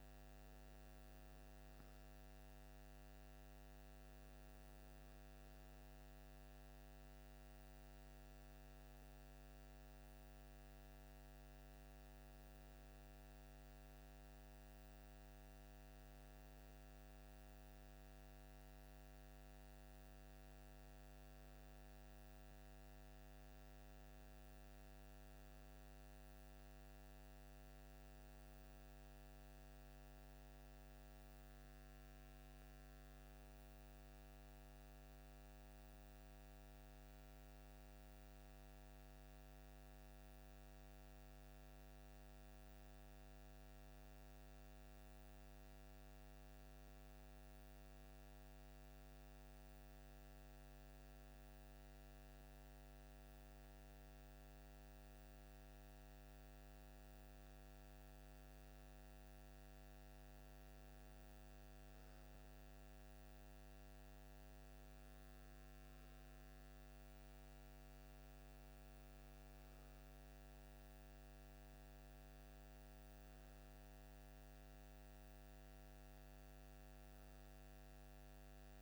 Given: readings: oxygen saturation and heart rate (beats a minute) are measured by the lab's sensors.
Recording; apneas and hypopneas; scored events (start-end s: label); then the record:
breathing in sleep, hard to hear, by a microphone on the trachea; none
none scored
From the record:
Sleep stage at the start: REM sleep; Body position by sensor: on the left side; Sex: male